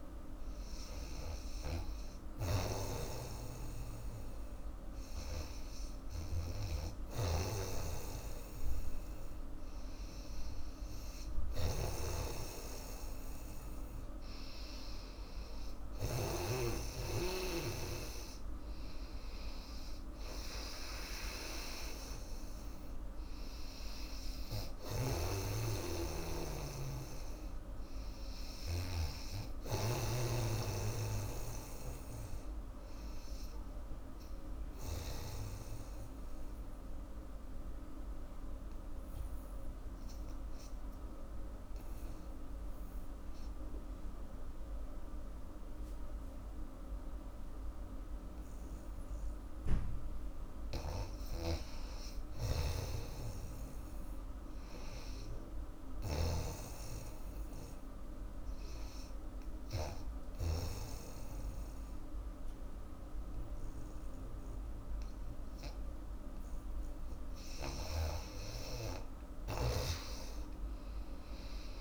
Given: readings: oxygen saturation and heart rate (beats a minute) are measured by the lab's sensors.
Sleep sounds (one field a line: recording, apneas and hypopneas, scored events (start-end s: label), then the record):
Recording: breathing in sleep by a room microphone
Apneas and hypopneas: 2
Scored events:
2.00-16.50 s: snoring (device-marked)
24.50-35.00 s: snoring (device-marked)
30.50-34.00 s: arousal
37.00-50.50 s: obstructive apnea (oxygen 98% before, 84% lowest, heart rate 92 before, 64 extreme, up 11 after)
52.00-55.00 s: arousal
53.00-60.50 s: snoring (device-marked)
57.00-67.00 s: hypopnea (oxygen 98% before, 84% lowest, heart rate 77 before, 77 extreme, up 13 after)
62.00-71.81 s: oxygen desaturation (device-marked, oxygen 96% before, 84% lowest, heart rate 74 before, 77 extreme)
68.50-71.81 s: arousal
From the record:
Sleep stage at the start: REM sleep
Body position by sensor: on the back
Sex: female